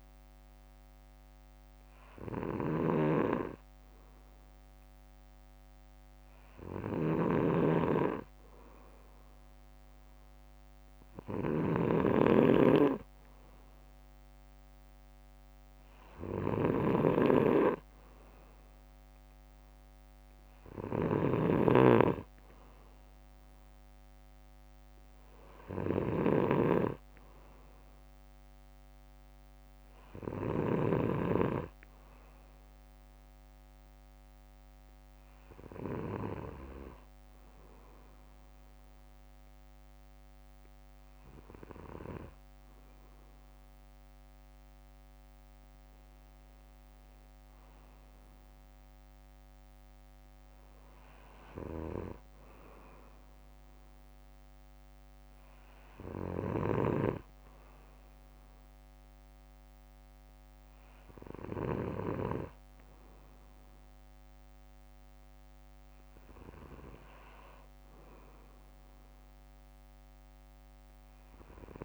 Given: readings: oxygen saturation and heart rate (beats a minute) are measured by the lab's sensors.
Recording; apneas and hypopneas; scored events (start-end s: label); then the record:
breathing in sleep by a microphone on the trachea; none
0.00-11.50 s: snoring (device-marked)
6.00-8.00 s: bradycardia (device-marked, heart rate 62 before, 58 extreme)
11.00-13.00 s: bradycardia (device-marked, heart rate 62 before, 60 extreme)
15.00-17.00 s: bradycardia (device-marked, heart rate 62 before, 58 extreme)
21.00-31.00 s: snoring (device-marked)
From the record:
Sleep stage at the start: N2 (light sleep); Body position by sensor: on the back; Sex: male